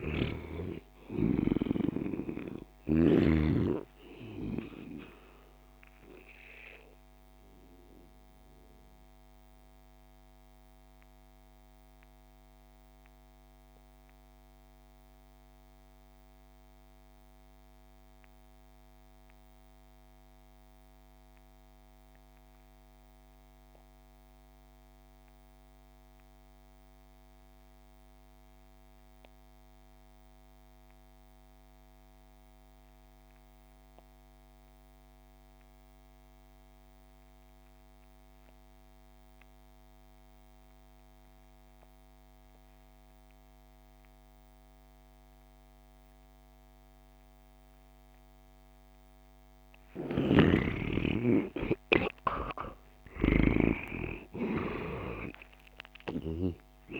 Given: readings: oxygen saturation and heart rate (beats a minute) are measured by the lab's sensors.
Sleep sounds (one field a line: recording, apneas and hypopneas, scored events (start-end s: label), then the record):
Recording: breathing in sleep by a microphone on the trachea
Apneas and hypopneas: 1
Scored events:
0.00-17.50 s: oxygen desaturation (device-marked, oxygen 82% lowest)
7.00-49.50 s: mixed apnea (oxygen 98% before, 73% lowest)
30.50-56.99 s: oxygen desaturation (device-marked, oxygen 99% before, 73% lowest)
50.00-56.50 s: snoring (device-marked)
50.50-54.50 s: arousal
From the record:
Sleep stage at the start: N2 (light sleep)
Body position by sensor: on the back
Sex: male